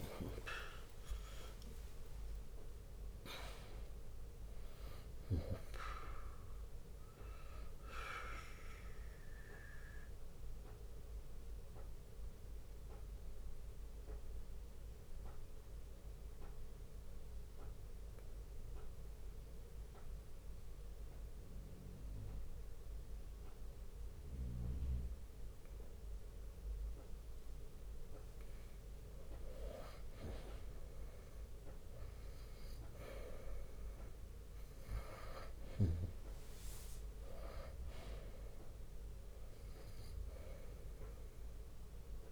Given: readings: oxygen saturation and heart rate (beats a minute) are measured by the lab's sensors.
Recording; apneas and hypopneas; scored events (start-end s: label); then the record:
breathing in sleep by a room microphone; 1
0.00-1.00 s: arousal
0.00-12.50 s: drop in pulse transit time (device-marked, heart rate 68 extreme)
1.50-3.50 s: long interval between heartbeats (device-marked, heart rate 62 before, 88 extreme)
9.00-28.50 s: obstructive apnea (oxygen 97% before, 91% lowest, heart rate 72 before, 56 extreme, up 9 after)
13.50-28.50 s: bradycardia (device-marked, heart rate 63 before, 56 extreme)
22.50-31.50 s: oxygen desaturation (device-marked, oxygen 96% before, 91% lowest, heart rate 72 before, 56 extreme)
32.50-36.00 s: arousal
33.50-42.32 s: drop in pulse transit time (device-marked, heart rate 58 before, 62 extreme)
From the record:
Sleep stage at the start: N2 (light sleep); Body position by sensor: on the right side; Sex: male